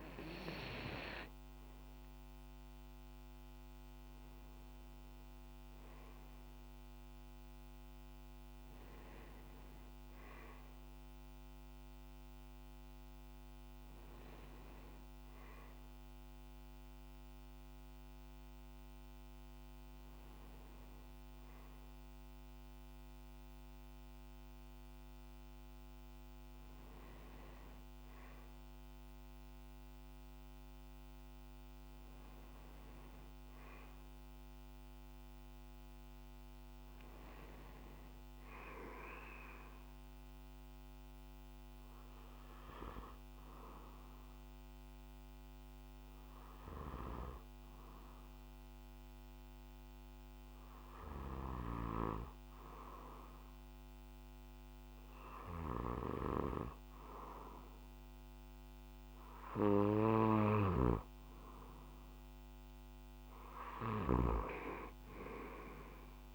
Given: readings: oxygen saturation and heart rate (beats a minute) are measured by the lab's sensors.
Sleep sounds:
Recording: breathing in sleep by a microphone on the trachea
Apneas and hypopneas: 1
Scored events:
39.50-61.00 s: hypopnea (oxygen 97% before, 94% lowest)
60.00-66.35 s: snoring (device-marked)
65.00-66.35 s: arousal
From the record:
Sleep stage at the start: N2 (light sleep)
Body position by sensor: on the back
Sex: male

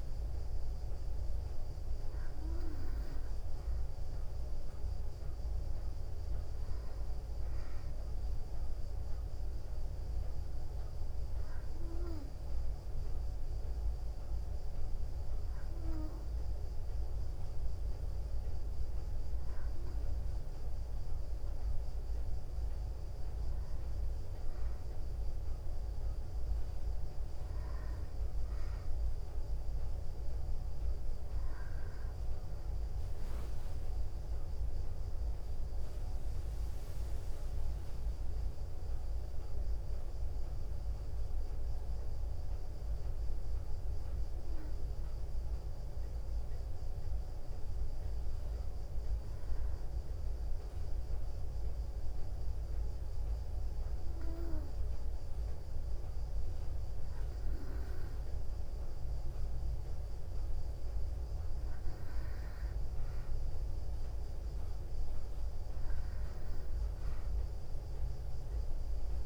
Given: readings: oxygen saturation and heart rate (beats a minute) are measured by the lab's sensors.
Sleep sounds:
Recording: breathing in sleep, hard to hear, by a room microphone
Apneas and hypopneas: 2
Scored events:
9.50-22.00 s: hypopnea (oxygen 95% before, 91% lowest, heart rate 60 before, 60 extreme, up 1 after)
31.00-36.00 s: arousal
42.00-57.00 s: hypopnea (oxygen 94% before, 91% lowest, heart rate 61 before, 59 extreme, up 2 after)
61.00-65.00 s: arousal
From the record:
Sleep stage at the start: N2 (light sleep)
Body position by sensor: on the back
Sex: female

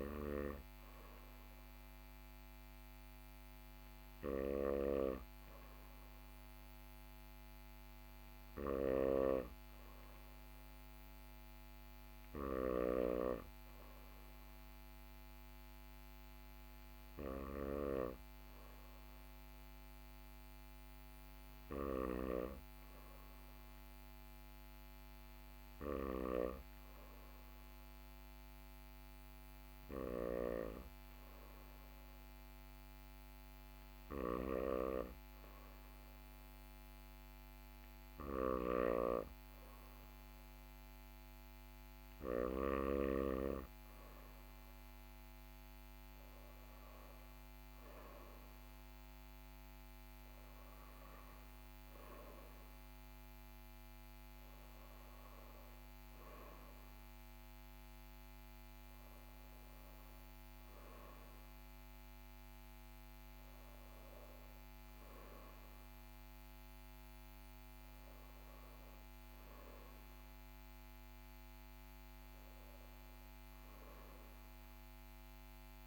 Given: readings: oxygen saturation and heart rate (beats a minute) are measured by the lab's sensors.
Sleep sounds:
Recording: breathing in sleep by a microphone on the trachea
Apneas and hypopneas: none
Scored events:
0.00-29.50 s: snoring (device-marked)
37.50-42.00 s: snoring (device-marked)
From the record:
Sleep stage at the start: N2 (light sleep)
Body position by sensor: on the back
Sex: male

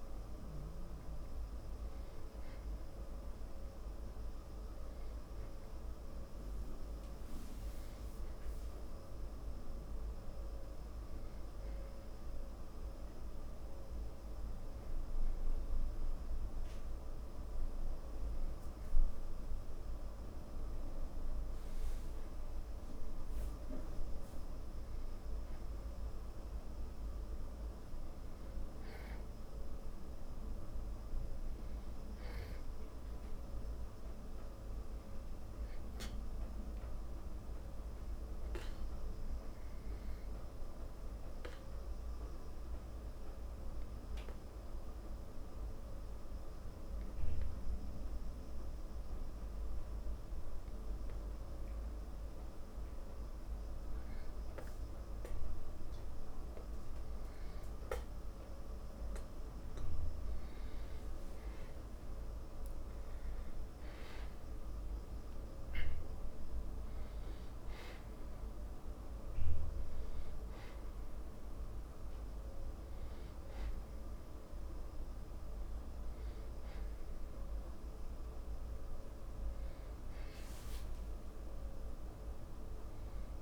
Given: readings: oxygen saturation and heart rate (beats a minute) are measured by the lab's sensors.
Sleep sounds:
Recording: breathing in sleep, hard to hear, by a room microphone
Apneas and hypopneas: 1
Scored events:
0.00-5.00 s: oxygen desaturation (device-marked, oxygen 90% lowest, heart rate 54 extreme)
11.50-15.50 s: arousal
41.50-57.50 s: obstructive apnea (oxygen 97% before, 90% lowest, heart rate 82 before, 55 extreme, up 28 after)
58.00-83.42 s: oxygen desaturation (device-marked, oxygen 96% before, 90% lowest, heart rate 71 before, 55 extreme)
63.00-67.50 s: arousal
From the record:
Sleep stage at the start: N2 (light sleep)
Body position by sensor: on the back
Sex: male

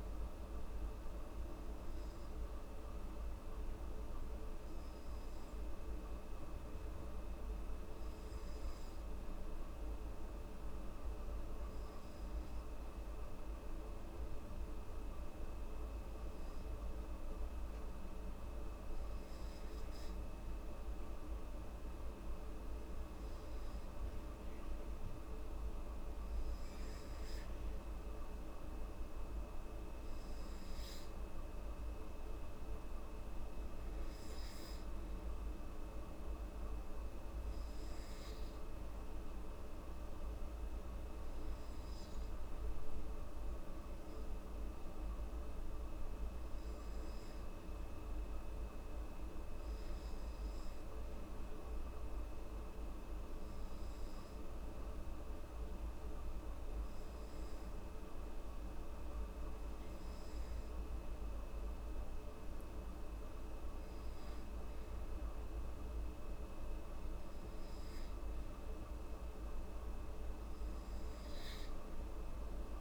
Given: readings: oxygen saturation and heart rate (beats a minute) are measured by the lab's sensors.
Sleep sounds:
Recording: breathing in sleep, hard to hear, by a room microphone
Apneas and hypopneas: 1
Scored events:
2.50-17.50 s: hypopnea (oxygen 98% before, 94% lowest, heart rate 69 before, 67 extreme, up 1 after)
19.50-23.00 s: arousal
From the record:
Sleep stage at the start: N2 (light sleep)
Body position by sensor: on the back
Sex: female

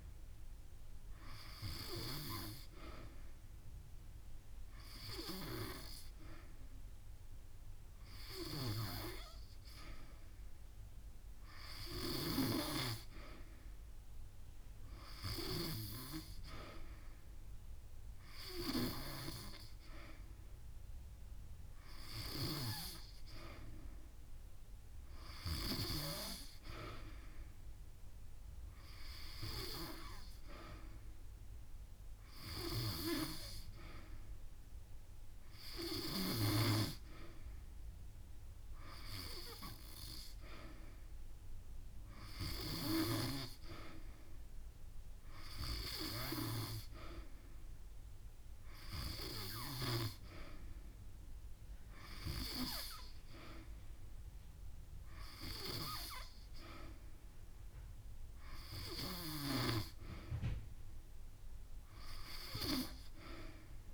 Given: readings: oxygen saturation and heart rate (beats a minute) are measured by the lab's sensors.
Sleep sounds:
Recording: breathing in sleep by a room microphone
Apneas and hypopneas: none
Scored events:
42.00-44.00 s: long interval between heartbeats (device-marked)
48.50-50.50 s: long interval between heartbeats (device-marked)
52.00-54.00 s: long interval between heartbeats (device-marked)
60.00-63.94 s: drop in pulse transit time (device-marked)
From the record:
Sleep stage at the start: N3 (deep sleep)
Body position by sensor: on the back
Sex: female

